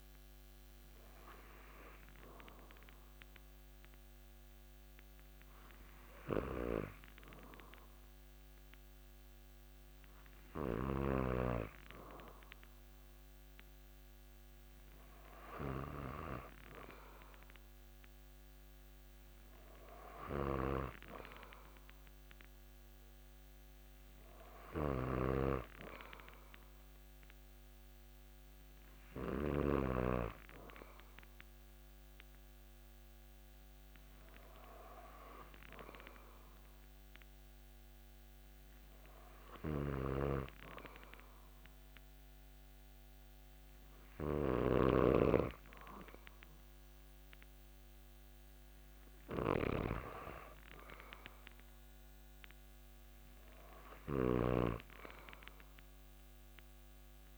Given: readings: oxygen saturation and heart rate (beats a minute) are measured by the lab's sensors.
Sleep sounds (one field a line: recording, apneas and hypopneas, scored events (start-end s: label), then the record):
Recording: breathing in sleep by a microphone on the trachea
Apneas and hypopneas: 1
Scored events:
1.00-11.50 s: hypopnea (oxygen 95% before, 95% lowest)
14.00-18.50 s: arousal
24.50-30.00 s: snoring (device-marked)
39.50-45.00 s: snoring (device-marked)
54.00-57.38 s: snoring (device-marked)
From the record:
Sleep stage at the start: N2 (light sleep)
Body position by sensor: on the back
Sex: male